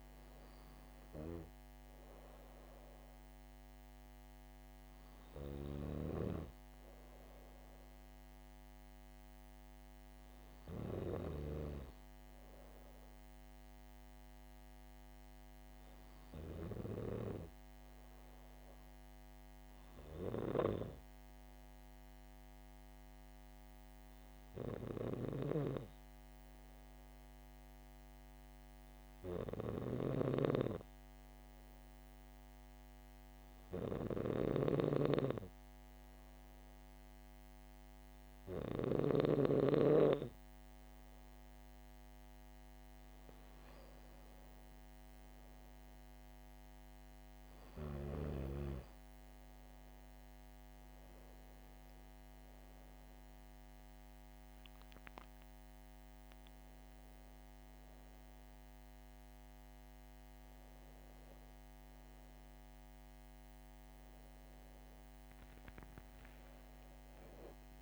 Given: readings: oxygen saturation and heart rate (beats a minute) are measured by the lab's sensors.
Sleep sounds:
breathing in sleep by a microphone on the trachea; 1
13.50-41.00 s: hypopnea (oxygen 98% before, 94% lowest, heart rate 69 before, 65 extreme, up 6 after)
29.50-39.00 s: snoring (device-marked)
42.50-46.00 s: arousal
63.50-67.82 s: new sleep stage, awake
From the record:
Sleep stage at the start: N2 (light sleep); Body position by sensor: on the back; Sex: female

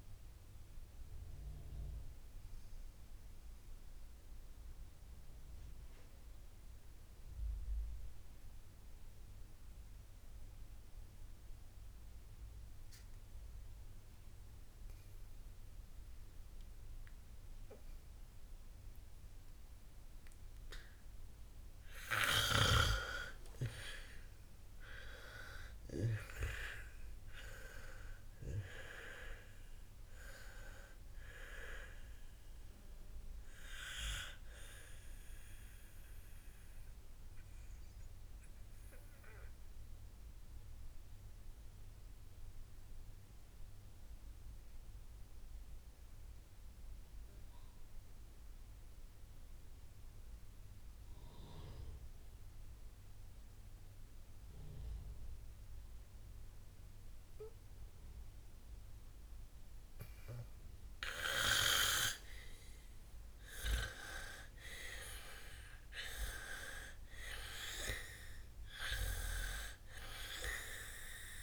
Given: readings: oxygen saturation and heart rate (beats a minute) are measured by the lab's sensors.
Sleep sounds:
breathing in sleep by a room microphone; 2
0.00-8.50 s: oxygen desaturation (device-marked, oxygen 86% lowest, heart rate 49 extreme)
1.00-22.50 s: obstructive apnea (oxygen 96% before, 86% lowest, heart rate 68 before, 49 extreme, up 14 after)
23.50-28.50 s: arousal
25.50-51.50 s: oxygen desaturation (device-marked, oxygen 98% before, 91% lowest, heart rate 52 before, 49 extreme)
35.00-63.00 s: obstructive apnea (oxygen 99% before, 90% lowest, heart rate 58 before, 49 extreme, up 34 after)
64.00-68.50 s: arousal
65.50-71.43 s: oxygen desaturation (device-marked, oxygen 98% before, 92% lowest, heart rate 56 before, 51 extreme)
From the record:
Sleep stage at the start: N2 (light sleep); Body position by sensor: on the back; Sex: female

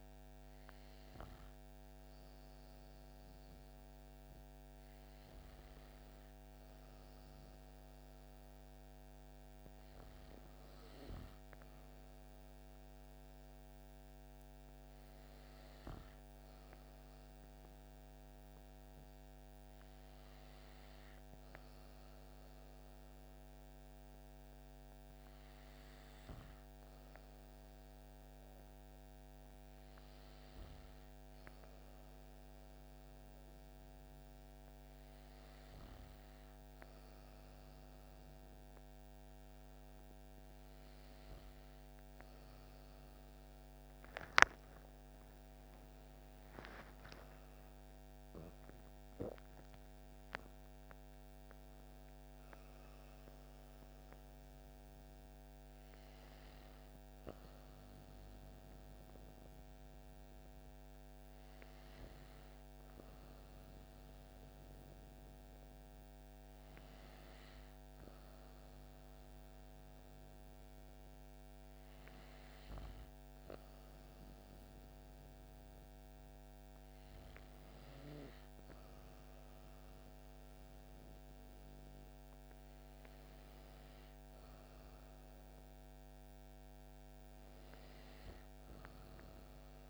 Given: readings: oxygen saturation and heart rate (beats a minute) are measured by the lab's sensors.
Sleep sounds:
breathing in sleep, hard to hear, by a microphone on the trachea; none
45.00-50.00 s: arousal
From the record:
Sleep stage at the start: N2 (light sleep); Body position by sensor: on the back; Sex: female

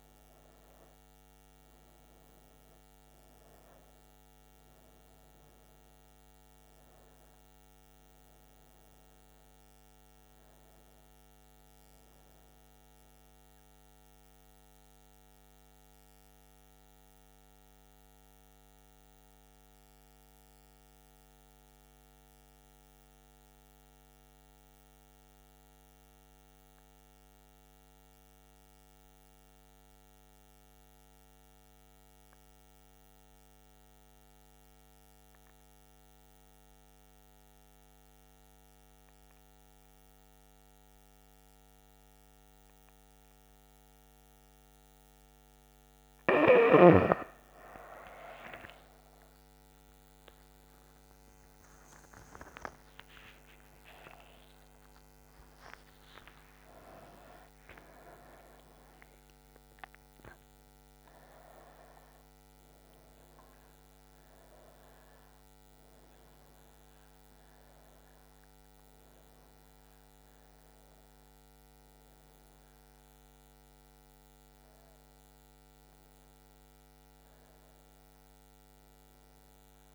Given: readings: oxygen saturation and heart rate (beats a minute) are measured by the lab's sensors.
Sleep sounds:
a person partly awake in a sleep study, by a microphone on the trachea; 1
0.00-8.00 s: oxygen desaturation (device-marked, oxygen 91% lowest, heart rate 65 extreme)
12.50-45.50 s: mixed apnea (oxygen 97% before, 91% lowest, heart rate 76 before, 65 extreme, up 17 after)
41.00-72.00 s: oxygen desaturation (device-marked, oxygen 98% before, 91% lowest, heart rate 68 before, 66 extreme)
50.00-79.94 s: new sleep stage, awake
From the record:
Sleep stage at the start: N2 (light sleep); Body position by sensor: on the back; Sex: female

